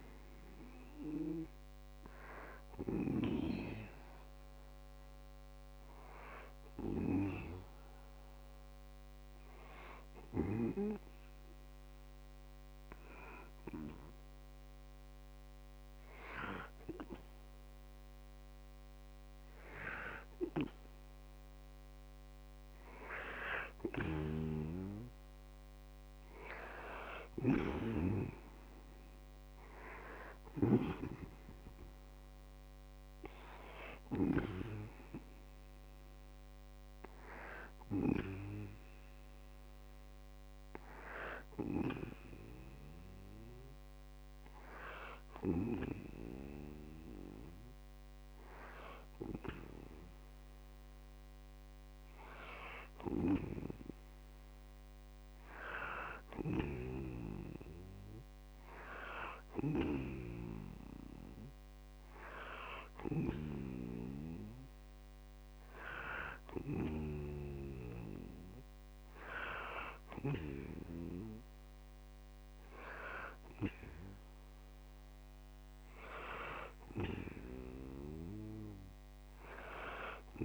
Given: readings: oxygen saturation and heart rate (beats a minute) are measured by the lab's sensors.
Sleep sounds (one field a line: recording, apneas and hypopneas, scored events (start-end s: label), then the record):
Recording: breathing in sleep by a microphone on the trachea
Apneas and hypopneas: 1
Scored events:
8.50-21.50 s: hypopnea (oxygen 94% before, 91% lowest, heart rate 63 before, 60 extreme, up 0 after)
23.00-26.50 s: arousal
24.00-41.00 s: oxygen desaturation (device-marked, oxygen 95% before, 91% lowest, heart rate 62 before, 60 extreme)
From the record:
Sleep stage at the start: N2 (light sleep)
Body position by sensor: on the back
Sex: male